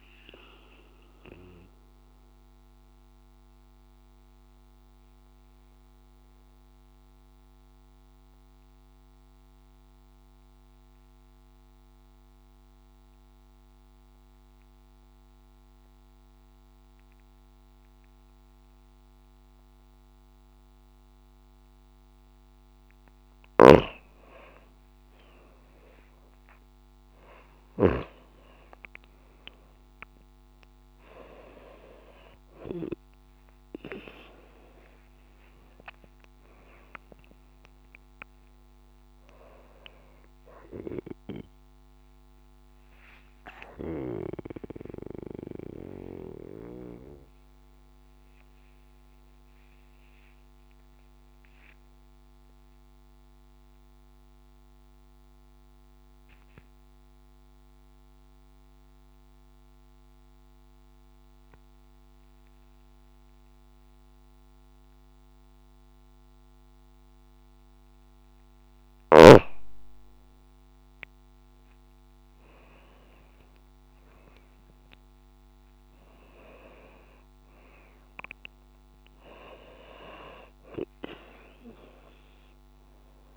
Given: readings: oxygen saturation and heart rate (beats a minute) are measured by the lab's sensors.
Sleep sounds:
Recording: breathing in sleep by a microphone on the trachea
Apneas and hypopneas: 2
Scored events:
0.00-18.00 s: oxygen desaturation (device-marked, oxygen 92% lowest)
0.50-23.00 s: mixed apnea (oxygen 97% before, 92% lowest)
23.00-28.00 s: snoring (device-marked)
30.00-34.50 s: arousal
32.00-62.00 s: oxygen desaturation (device-marked, oxygen 97% before, 92% lowest)
33.50-35.50 s: long interval between heartbeats (device-marked)
43.00-67.50 s: obstructive apnea (oxygen 97% before, 91% lowest)
69.50-73.00 s: arousal
77.00-83.37 s: oxygen desaturation (device-marked, oxygen 97% before, 91% lowest)
From the record:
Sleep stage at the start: N2 (light sleep)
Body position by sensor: on the right side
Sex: female

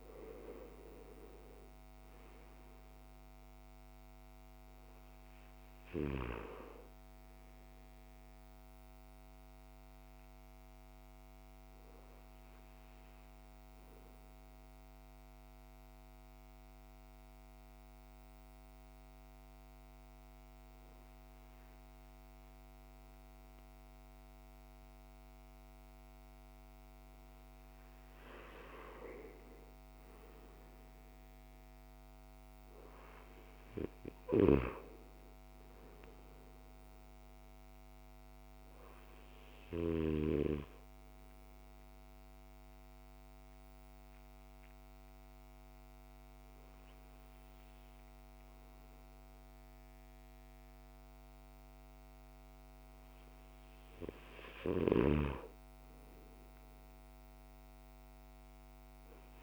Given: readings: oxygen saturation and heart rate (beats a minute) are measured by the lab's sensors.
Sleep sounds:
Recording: breathing in sleep by a microphone on the trachea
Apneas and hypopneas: 2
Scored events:
0.00-16.50 s: oxygen desaturation (device-marked, oxygen 90% lowest, heart rate 52 extreme)
12.50-27.50 s: obstructive apnea (oxygen 97% before, 92% lowest, heart rate 58 before, 53 extreme, up 8 after)
27.50-32.50 s: arousal
34.50-48.50 s: oxygen desaturation (device-marked, oxygen 97% before, 92% lowest, heart rate 56 before, 54 extreme)
41.00-54.50 s: obstructive apnea (oxygen 97% before, 92% lowest, heart rate 59 before, 54 extreme, up 5 after)
57.50-59.43 s: arousal
From the record:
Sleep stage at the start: N2 (light sleep)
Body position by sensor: on the back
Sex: male

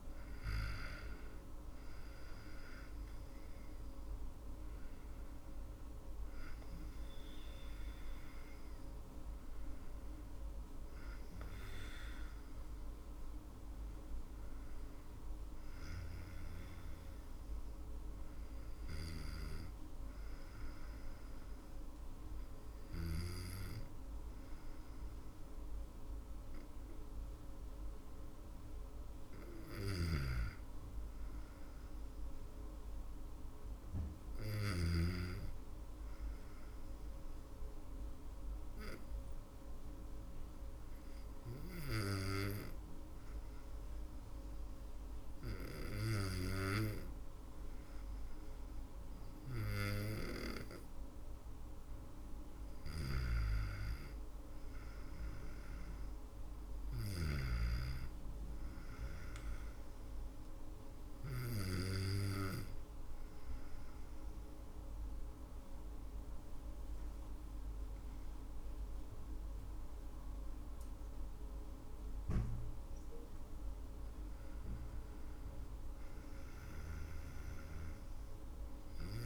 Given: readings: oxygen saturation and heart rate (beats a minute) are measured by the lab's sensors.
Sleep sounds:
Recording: breathing in sleep by a room microphone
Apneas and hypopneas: 2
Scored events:
0.00-2.00 s: drop in pulse transit time (device-marked, heart rate 75 extreme)
0.00-11.00 s: oxygen desaturation (device-marked, oxygen 88% lowest, heart rate 54 extreme)
28.50-32.00 s: arousal
34.50-49.50 s: obstructive apnea (oxygen 100% before, 97% lowest, heart rate 59 before, 55 extreme, up 8 after)
51.00-55.50 s: arousal
61.00-73.50 s: obstructive apnea (oxygen 100% before, 93% lowest, heart rate 61 before, 55 extreme, up 12 after)
74.50-78.00 s: arousal
From the record:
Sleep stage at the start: N2 (light sleep)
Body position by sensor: on the back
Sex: female

